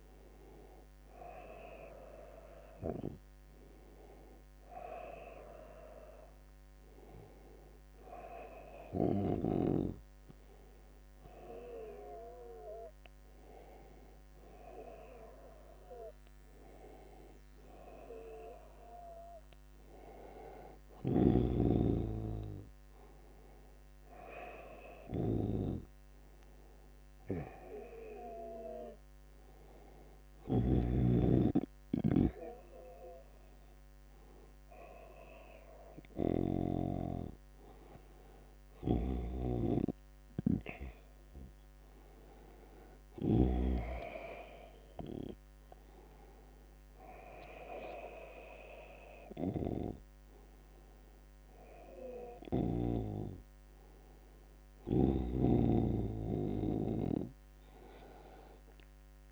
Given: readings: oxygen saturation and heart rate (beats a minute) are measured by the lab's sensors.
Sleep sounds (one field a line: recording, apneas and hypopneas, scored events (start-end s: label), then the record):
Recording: breathing in sleep by a microphone on the trachea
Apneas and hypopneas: none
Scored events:
39.00-43.50 s: snoring (device-marked)
From the record:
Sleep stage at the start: N1 (lightest sleep)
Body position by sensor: on the back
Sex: male